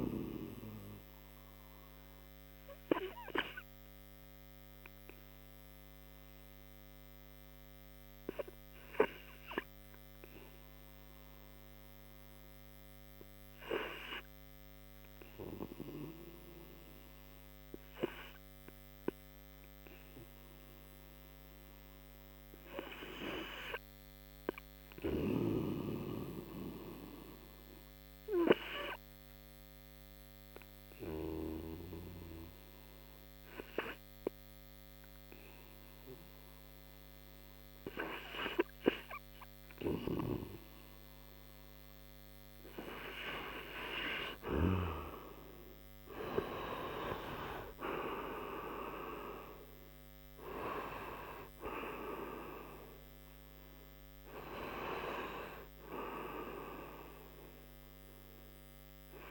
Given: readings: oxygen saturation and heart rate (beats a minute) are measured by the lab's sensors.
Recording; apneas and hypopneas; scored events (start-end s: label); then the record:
breathing in sleep by a microphone on the trachea; 1
0.00-19.50 s: oxygen desaturation (device-marked, oxygen 86% lowest)
3.00-42.50 s: obstructive apnea (oxygen 98% before, 79% lowest)
26.50-38.50 s: oxygen desaturation (device-marked, oxygen 93% before, 82% lowest)
45.50-49.00 s: arousal
53.50-59.31 s: oxygen desaturation (device-marked, oxygen 88% before, 79% lowest)
From the record:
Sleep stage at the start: REM sleep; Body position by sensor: on the right side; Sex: male